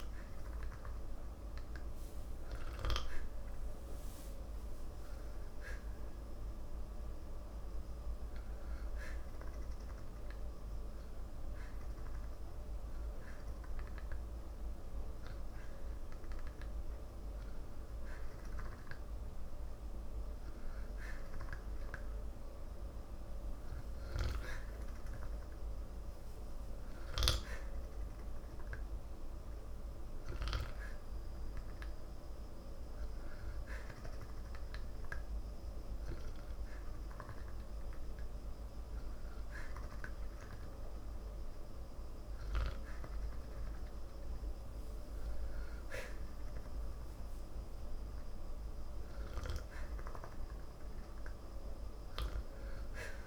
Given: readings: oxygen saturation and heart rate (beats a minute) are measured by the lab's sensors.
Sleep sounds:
breathing in sleep, hard to hear, by a room microphone; none
none scored
From the record:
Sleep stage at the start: N2 (light sleep); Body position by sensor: on the back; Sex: male

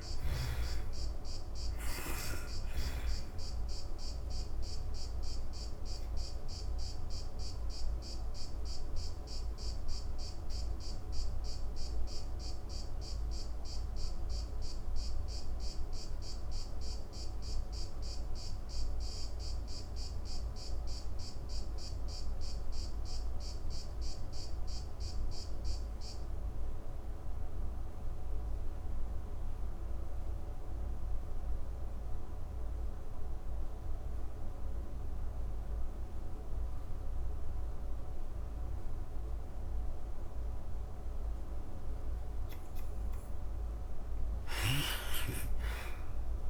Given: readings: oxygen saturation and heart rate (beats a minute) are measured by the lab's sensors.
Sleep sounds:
breathing in sleep by a room microphone; 1
0.00-24.00 s: oxygen desaturation (device-marked, oxygen 77% lowest)
2.00-41.50 s: obstructive apnea (oxygen 98% before, 77% lowest)
41.00-46.50 s: oxygen desaturation (device-marked, oxygen 97% before, 77% lowest)
43.00-46.50 s: arousal
43.00-46.50 s: snoring (device-marked)
From the record:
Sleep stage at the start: N2 (light sleep); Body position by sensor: on the back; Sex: female

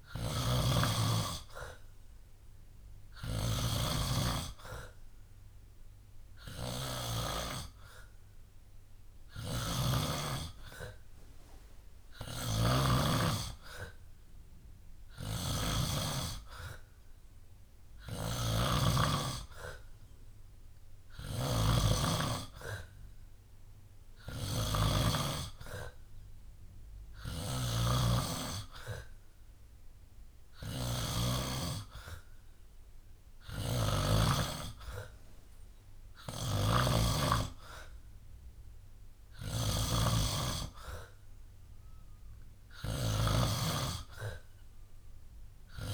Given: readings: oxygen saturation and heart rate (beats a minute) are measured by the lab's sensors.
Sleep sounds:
breathing in sleep by a room microphone; none
0.00-31.00 s: snoring (device-marked)
33.00-45.94 s: snoring (device-marked)
From the record:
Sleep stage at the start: N2 (light sleep); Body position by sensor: on the back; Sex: male

